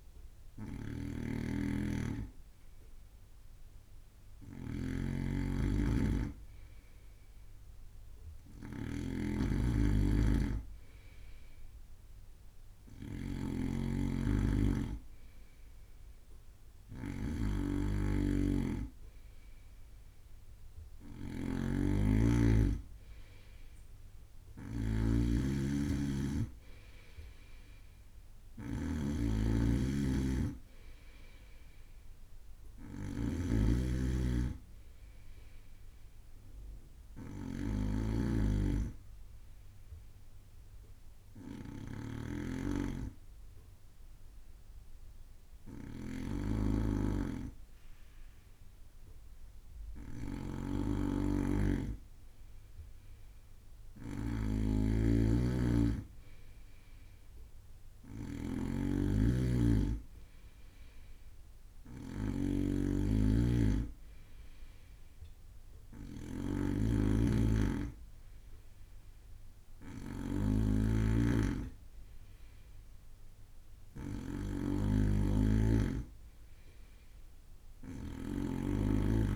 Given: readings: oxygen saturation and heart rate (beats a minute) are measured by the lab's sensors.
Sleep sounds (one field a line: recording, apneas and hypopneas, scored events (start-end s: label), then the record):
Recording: breathing in sleep by a room microphone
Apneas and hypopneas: 1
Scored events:
0.00-79.36 s: snoring (device-marked)
33.00-37.00 s: arousal
40.00-50.50 s: hypopnea (oxygen 95% before, 93% lowest)
From the record:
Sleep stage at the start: N2 (light sleep)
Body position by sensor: on the right side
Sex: male